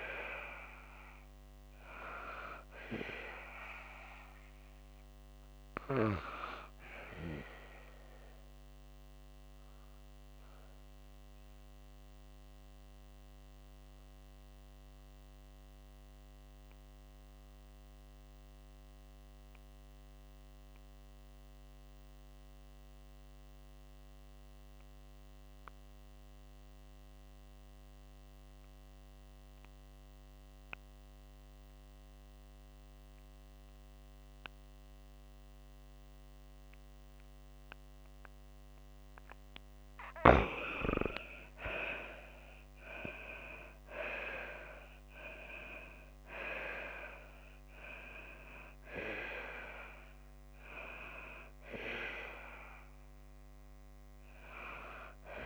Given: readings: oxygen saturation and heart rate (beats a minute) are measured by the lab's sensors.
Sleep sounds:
breathing in sleep by a microphone on the trachea; 1
4.50-32.50 s: oxygen desaturation (device-marked, oxygen 98% before, 84% lowest, heart rate 57 before, 53 extreme)
10.50-38.50 s: obstructive apnea (oxygen 98% before, 80% lowest, heart rate 58 before, 53 extreme, up 2 after)
41.00-45.50 s: arousal
45.50-55.46 s: oxygen desaturation (device-marked, oxygen 97% before, 80% lowest, heart rate 54 before, 52 extreme)
From the record:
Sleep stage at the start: N2 (light sleep); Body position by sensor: on the back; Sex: female

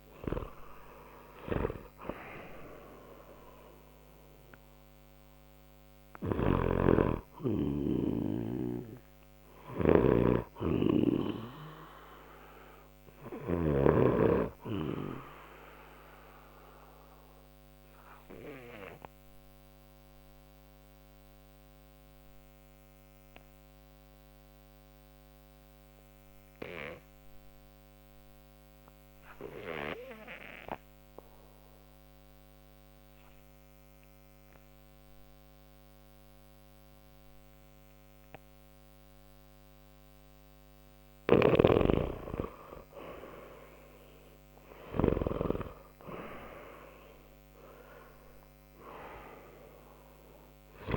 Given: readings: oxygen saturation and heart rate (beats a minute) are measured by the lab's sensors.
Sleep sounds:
breathing in sleep by a microphone on the trachea; 1
6.00-13.50 s: snoring (device-marked)
15.50-40.50 s: obstructive apnea (oxygen 95% before, 88% lowest, heart rate 62 before, 59 extreme, up 0 after)
41.50-50.97 s: oxygen desaturation (device-marked, oxygen 97% before, 88% lowest, heart rate 60 before, 59 extreme)
42.50-46.50 s: arousal
From the record:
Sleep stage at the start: N2 (light sleep); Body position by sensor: on the left side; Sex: male

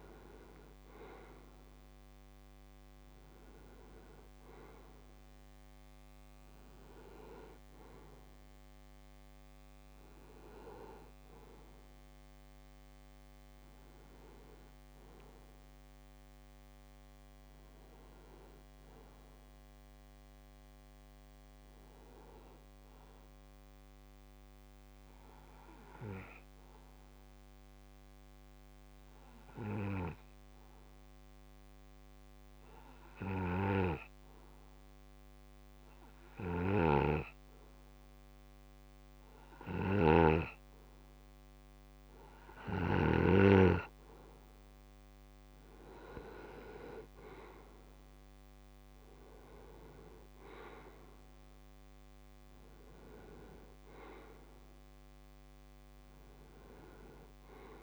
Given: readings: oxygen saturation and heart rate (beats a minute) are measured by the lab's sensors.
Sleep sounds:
breathing in sleep by a microphone on the trachea; 1
24.00-41.50 s: obstructive apnea (oxygen 95% before, 89% lowest)
36.50-43.00 s: snoring (device-marked)
40.00-57.83 s: oxygen desaturation (device-marked, oxygen 95% before, 89% lowest)
44.50-48.00 s: arousal
From the record:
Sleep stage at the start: N2 (light sleep); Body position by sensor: on the right side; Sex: male

